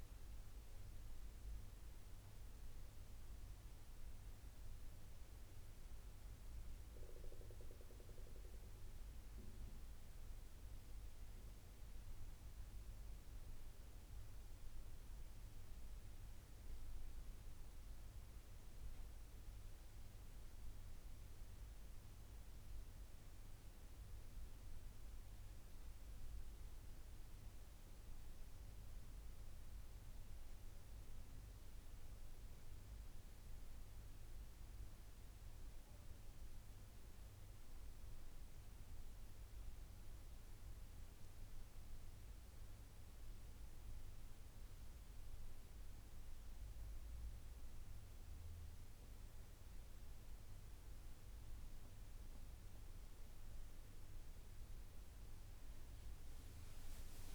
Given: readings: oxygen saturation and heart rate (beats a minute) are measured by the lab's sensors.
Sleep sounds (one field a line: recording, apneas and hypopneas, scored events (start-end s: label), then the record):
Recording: breathing in sleep, hard to hear, by a room microphone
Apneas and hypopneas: none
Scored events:
13.00-17.00 s: arousal
51.50-57.35 s: oxygen desaturation (device-marked, oxygen 95% before, 92% lowest, heart rate 80 before, 70 extreme)
From the record:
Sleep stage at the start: N2 (light sleep)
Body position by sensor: on the right side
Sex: male